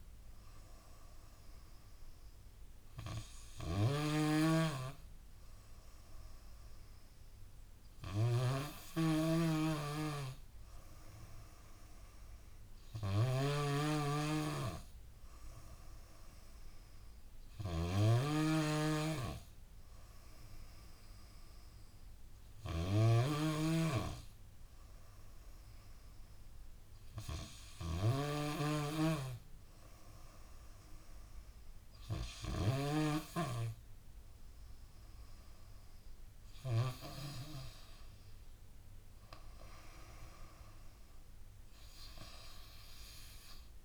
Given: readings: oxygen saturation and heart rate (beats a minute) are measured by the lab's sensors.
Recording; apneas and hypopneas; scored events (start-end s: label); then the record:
breathing in sleep by a room microphone; none
0.00-37.00 s: snoring (device-marked)
35.00-43.85 s: drop in pulse transit time (device-marked, heart rate 80 before, 79 extreme)
41.00-43.85 s: oxygen desaturation (device-marked, oxygen 95% before, 92% lowest, heart rate 81 before, 73 extreme)
From the record:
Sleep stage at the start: N2 (light sleep); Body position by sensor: on the back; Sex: female